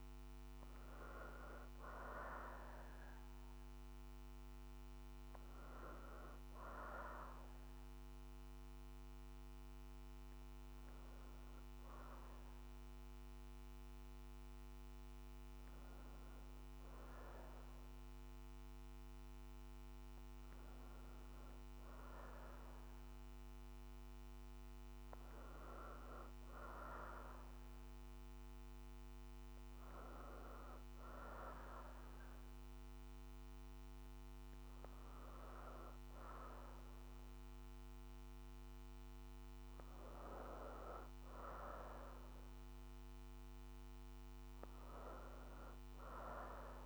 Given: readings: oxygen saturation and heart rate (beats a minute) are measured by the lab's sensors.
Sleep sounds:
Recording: breathing in sleep by a microphone on the trachea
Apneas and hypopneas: none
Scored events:
none scored
From the record:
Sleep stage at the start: N2 (light sleep)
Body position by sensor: on the back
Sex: female

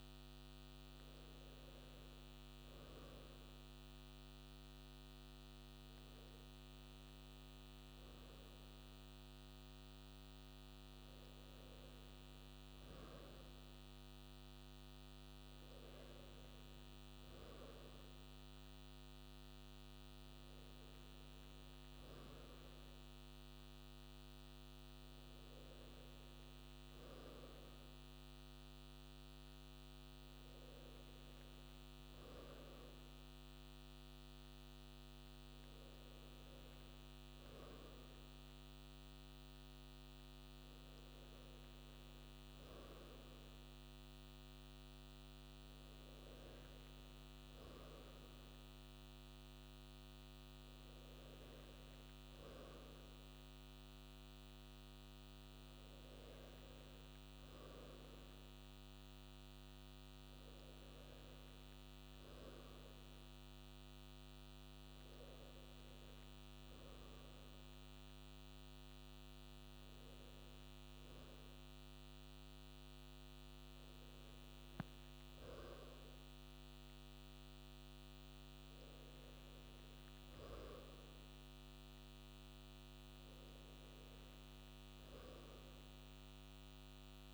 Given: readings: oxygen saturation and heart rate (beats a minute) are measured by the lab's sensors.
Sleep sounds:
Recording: a person awake in a sleep study, hard to hear, by a microphone on the trachea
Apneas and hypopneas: none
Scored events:
1.00-4.50 s: arousal
From the record:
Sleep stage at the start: awake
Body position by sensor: on the right side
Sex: male

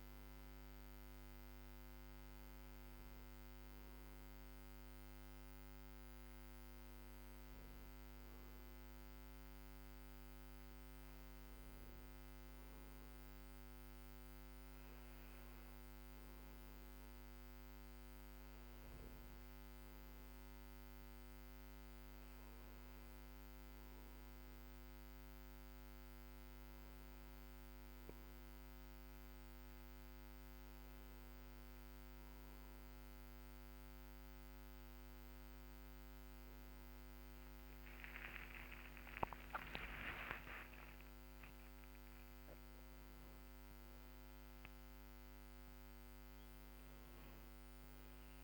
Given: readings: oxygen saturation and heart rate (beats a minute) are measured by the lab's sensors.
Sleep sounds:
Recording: a person awake in a sleep study, hard to hear, by a microphone on the trachea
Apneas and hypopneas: none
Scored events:
none scored
From the record:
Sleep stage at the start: awake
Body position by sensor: on the back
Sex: male

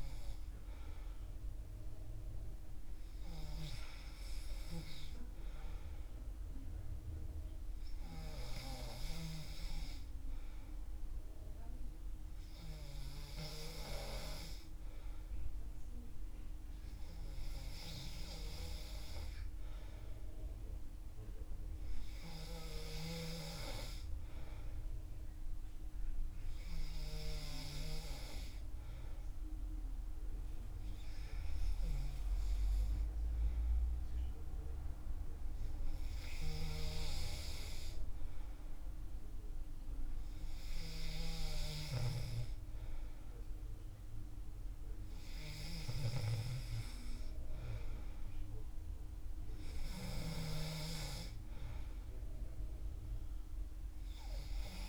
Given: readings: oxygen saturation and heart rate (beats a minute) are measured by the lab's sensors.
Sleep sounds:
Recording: breathing in sleep by a room microphone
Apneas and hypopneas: none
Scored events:
none scored
From the record:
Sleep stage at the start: N2 (light sleep)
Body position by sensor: on the back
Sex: male

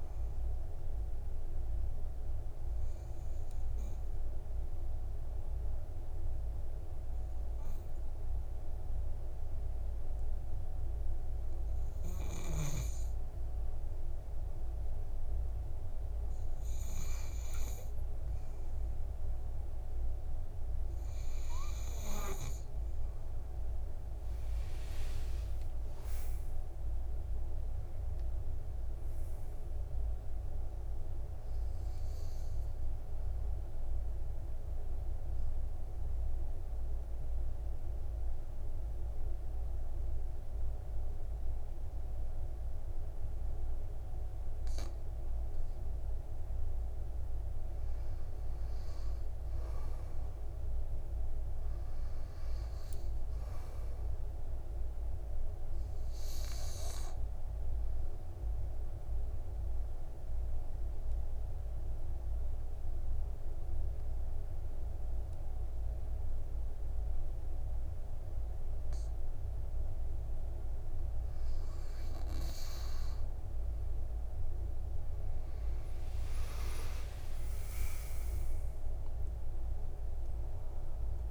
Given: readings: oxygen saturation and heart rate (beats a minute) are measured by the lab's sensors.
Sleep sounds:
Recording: breathing in sleep, hard to hear, by a room microphone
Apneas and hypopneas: 3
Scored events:
1.50-21.00 s: obstructive apnea (oxygen 99% before, 93% lowest, heart rate 64 before, 51 extreme, up 28 after)
24.50-29.00 s: arousal
26.50-28.50 s: long interval between heartbeats (device-marked, heart rate 57 before, 76 extreme)
28.50-49.50 s: oxygen desaturation (device-marked, oxygen 99% before, 93% lowest, heart rate 60 before, 51 extreme)
34.00-47.50 s: obstructive apnea (oxygen 99% before, 93% lowest, heart rate 64 before, 53 extreme, up 9 after)
50.00-53.00 s: arousal
56.50-61.50 s: oxygen desaturation (device-marked, oxygen 99% before, 96% lowest, heart rate 57 before, 56 extreme)
57.50-71.50 s: obstructive apnea (oxygen 99% before, 93% lowest, heart rate 57 before, 51 extreme, up 13 after)
77.00-81.00 s: arousal
From the record:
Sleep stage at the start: N2 (light sleep)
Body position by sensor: on the back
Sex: male

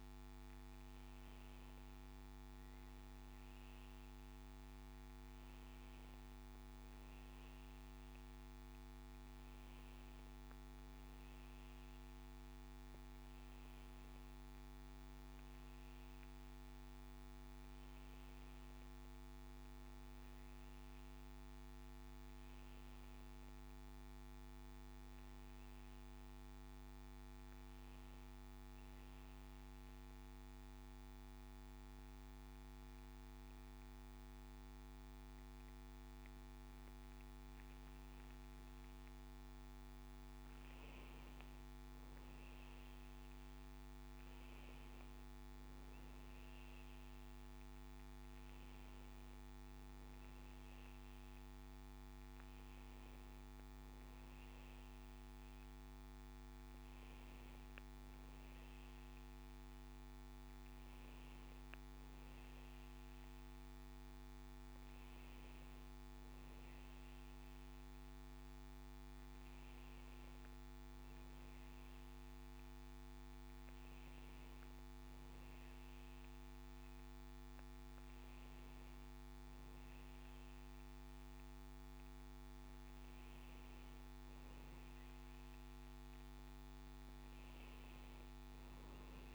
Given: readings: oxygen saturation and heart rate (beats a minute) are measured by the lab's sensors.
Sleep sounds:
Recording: breathing in sleep, hard to hear, by a microphone on the trachea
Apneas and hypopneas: 1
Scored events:
28.50-39.00 s: obstructive apnea (oxygen 96% before, 94% lowest, heart rate 69 before, 63 extreme, up 6 after)
41.00-45.00 s: arousal
54.00-89.35 s: new sleep stage, N1 (lightest sleep)
From the record:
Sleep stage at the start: N2 (light sleep)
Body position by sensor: on the back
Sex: male

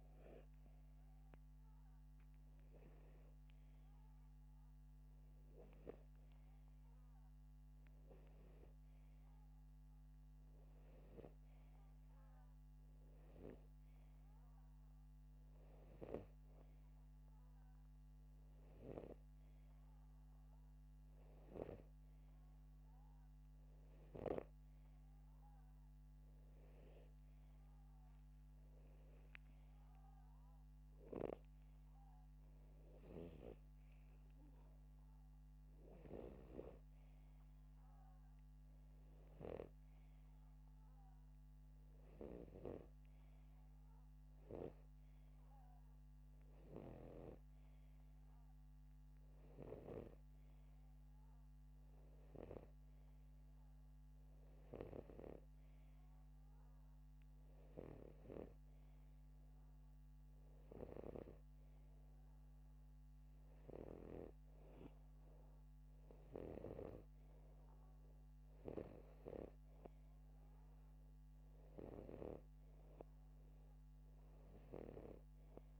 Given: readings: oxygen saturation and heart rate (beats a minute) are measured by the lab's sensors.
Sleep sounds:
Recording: breathing in sleep by a microphone on the trachea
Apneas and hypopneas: none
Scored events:
none scored
From the record:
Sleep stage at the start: N2 (light sleep)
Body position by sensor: upright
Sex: male

